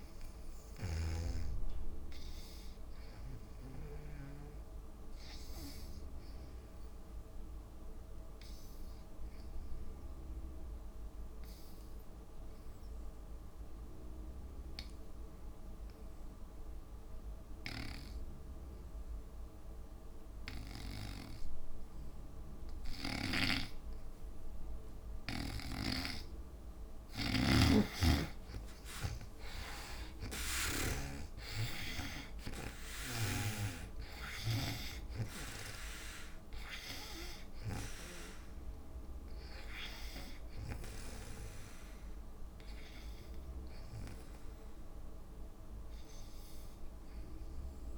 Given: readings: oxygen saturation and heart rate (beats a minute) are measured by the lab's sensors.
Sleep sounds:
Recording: breathing in sleep by a room microphone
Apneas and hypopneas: 1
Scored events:
0.00-4.50 s: snoring (device-marked)
0.00-12.00 s: oxygen desaturation (device-marked, oxygen 82% lowest, heart rate 57 extreme)
4.50-25.50 s: obstructive apnea (oxygen 98% before, 82% lowest, heart rate 66 before, 56 extreme, up 12 after)
27.00-47.98 s: oxygen desaturation (device-marked, oxygen 97% before, 82% lowest, heart rate 59 before, 56 extreme)
28.00-31.50 s: arousal
From the record:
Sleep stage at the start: N2 (light sleep)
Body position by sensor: on the back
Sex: female

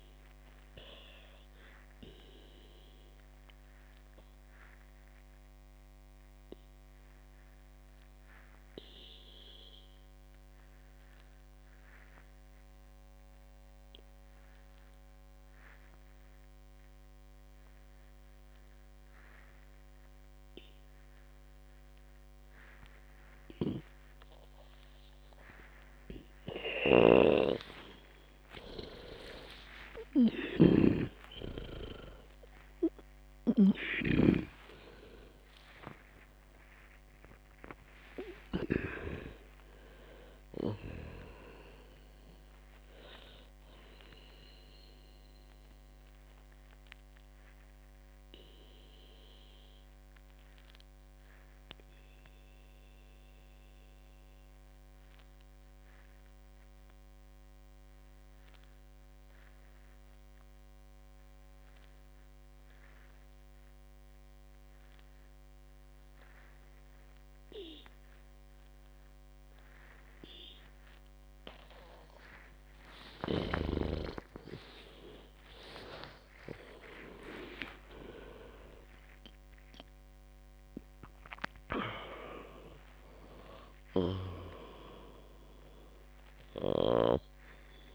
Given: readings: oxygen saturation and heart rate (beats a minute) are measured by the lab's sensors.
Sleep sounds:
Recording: breathing in sleep by a microphone on the trachea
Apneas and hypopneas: 2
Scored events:
0.00-13.00 s: oxygen desaturation (device-marked, oxygen 93% lowest, heart rate 55 extreme)
2.00-26.50 s: mixed apnea (oxygen 97% before, 90% lowest, heart rate 78 before, 56 extreme)
24.00-39.50 s: snoring (device-marked)
28.00-52.00 s: oxygen desaturation (device-marked, oxygen 98% before, 90% lowest, heart rate 58 before, 52 extreme)
28.50-32.00 s: arousal
45.50-71.50 s: obstructive apnea (oxygen 98% before, 90% lowest, heart rate 104 before, 52 extreme, up 59 after)
74.00-78.00 s: arousal
85.00-87.95 s: oxygen desaturation (device-marked, oxygen 96% before, 91% lowest, heart rate 80 before, 53 extreme)
From the record:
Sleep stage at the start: N2 (light sleep)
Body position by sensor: on the back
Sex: female

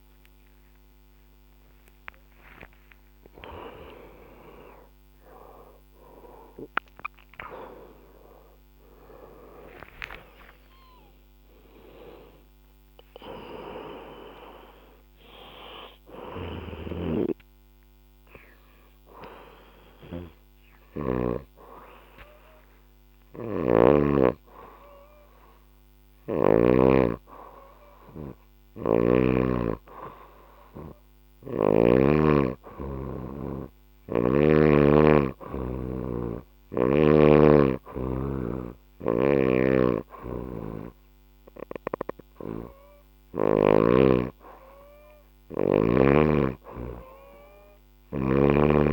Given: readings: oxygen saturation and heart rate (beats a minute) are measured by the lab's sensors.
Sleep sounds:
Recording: a person partly awake in a sleep study, by a microphone on the trachea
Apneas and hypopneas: none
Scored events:
0.00-9.50 s: oxygen desaturation (device-marked, oxygen 92% lowest, heart rate 66 extreme)
16.00-21.00 s: snoring (device-marked)
20.50-48.93 s: new sleep stage, N2 (light sleep)
28.00-31.50 s: snoring (device-marked)
38.50-43.50 s: snoring (device-marked)
From the record:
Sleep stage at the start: awake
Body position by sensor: on the back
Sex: female

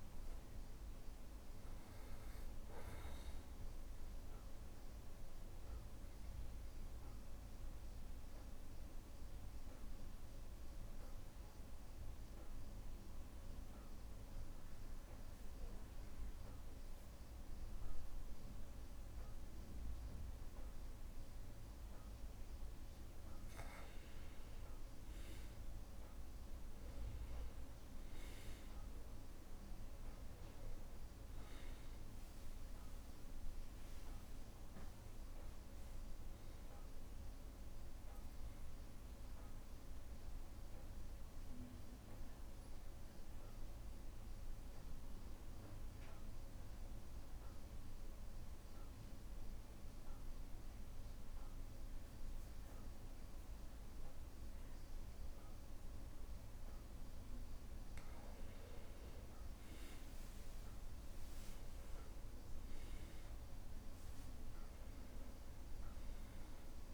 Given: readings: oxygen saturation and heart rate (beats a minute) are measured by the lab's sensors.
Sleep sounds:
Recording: breathing in sleep, hard to hear, by a room microphone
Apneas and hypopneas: 2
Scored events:
0.00-18.00 s: oxygen desaturation (device-marked, oxygen 98% before, 93% lowest, heart rate 61 before, 61 extreme)
4.50-22.00 s: obstructive apnea (oxygen 98% before, 91% lowest, heart rate 62 before, 61 extreme, up 2 after)
24.50-27.50 s: arousal
30.00-47.00 s: oxygen desaturation (device-marked, oxygen 98% before, 91% lowest, heart rate 63 before, 61 extreme)
37.50-57.50 s: obstructive apnea (oxygen 98% before, 91% lowest, heart rate 63 before, 61 extreme, up 3 after)
57.00-66.94 s: oxygen desaturation (device-marked, oxygen 98% before, 91% lowest, heart rate 62 before, 61 extreme)
59.00-63.50 s: arousal
From the record:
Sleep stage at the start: N2 (light sleep)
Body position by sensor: on the back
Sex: male

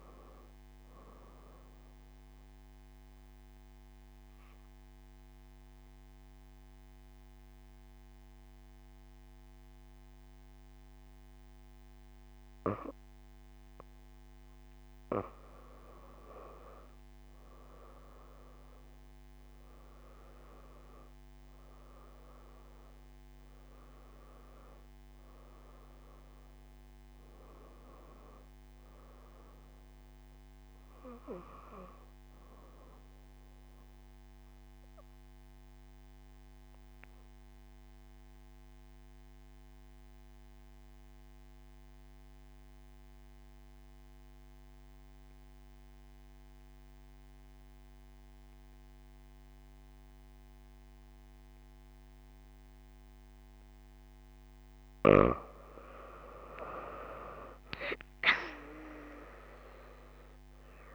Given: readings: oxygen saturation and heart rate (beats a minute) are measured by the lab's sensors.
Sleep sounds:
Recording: breathing in sleep by a microphone on the trachea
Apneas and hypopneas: 2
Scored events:
3.00-14.00 s: obstructive apnea (oxygen 97% before, 87% lowest)
14.50-40.50 s: oxygen desaturation (device-marked, oxygen 97% before, 89% lowest)
17.50-21.50 s: arousal
35.50-53.50 s: mixed apnea (oxygen 96% before, 87% lowest)
53.50-60.94 s: oxygen desaturation (device-marked, oxygen 96% before, 87% lowest)
56.00-60.00 s: arousal
From the record:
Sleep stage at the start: N2 (light sleep)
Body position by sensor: on the back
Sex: female

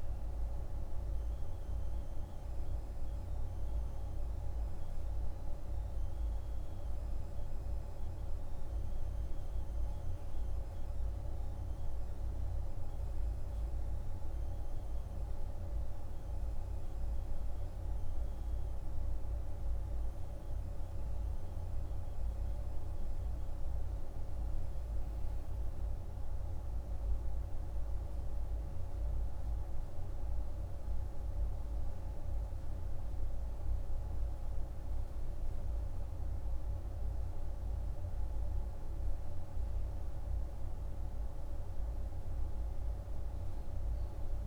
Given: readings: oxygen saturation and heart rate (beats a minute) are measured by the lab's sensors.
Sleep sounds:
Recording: breathing in sleep, hard to hear, by a room microphone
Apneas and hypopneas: none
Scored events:
none scored
From the record:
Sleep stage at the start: N2 (light sleep)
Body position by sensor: on the right side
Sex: male

